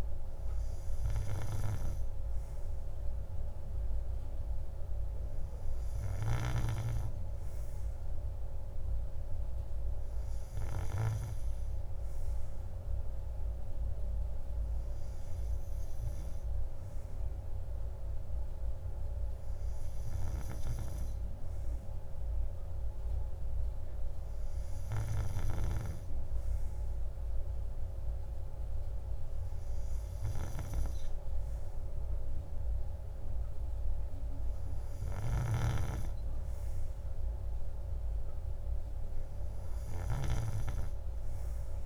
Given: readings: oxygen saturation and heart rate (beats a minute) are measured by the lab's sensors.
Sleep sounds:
breathing in sleep by a room microphone; none
none scored
From the record:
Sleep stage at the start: N2 (light sleep); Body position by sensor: on the right side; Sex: male

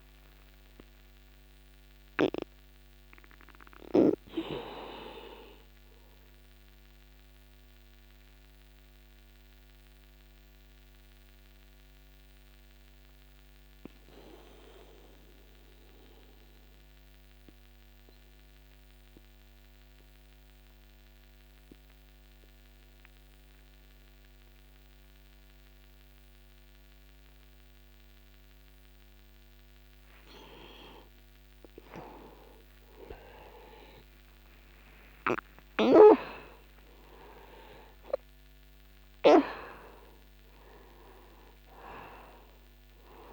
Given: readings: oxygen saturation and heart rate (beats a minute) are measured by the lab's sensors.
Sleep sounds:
breathing in sleep by a microphone on the trachea; 1
0.00-15.00 s: oxygen desaturation (device-marked, oxygen 87% lowest, heart rate 61 extreme)
2.50-7.00 s: arousal
9.00-32.00 s: mixed apnea (oxygen 96% before, 87% lowest, heart rate 62 before, 62 extreme, up 0 after)
34.00-39.50 s: arousal
40.00-43.33 s: oxygen desaturation (device-marked, oxygen 96% before, 87% lowest, heart rate 62 before, 63 extreme)
From the record:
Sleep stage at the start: N2 (light sleep); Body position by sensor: on the back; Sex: male

